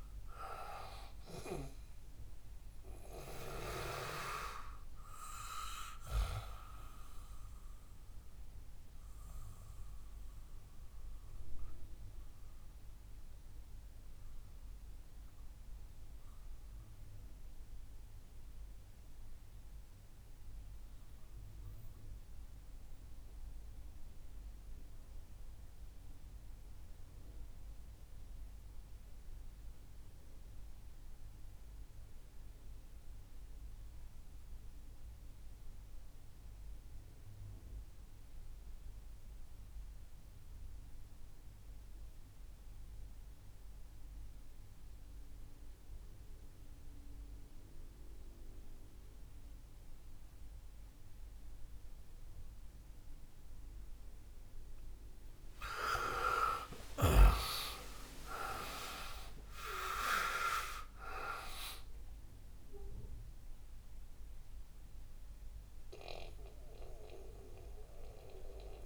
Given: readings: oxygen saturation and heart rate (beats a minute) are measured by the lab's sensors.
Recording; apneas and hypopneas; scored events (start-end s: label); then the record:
breathing in sleep by a room microphone; 1
0.00-24.00 s: oxygen desaturation (device-marked, oxygen 84% lowest, heart rate 58 extreme)
7.50-54.50 s: mixed apnea (oxygen 96% before, 79% lowest, heart rate 67 before, 58 extreme, up 24 after)
41.00-68.86 s: oxygen desaturation (device-marked, oxygen 98% before, 79% lowest, heart rate 65 before, 58 extreme)
56.00-61.00 s: arousal
From the record:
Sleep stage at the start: REM sleep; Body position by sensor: on the back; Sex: male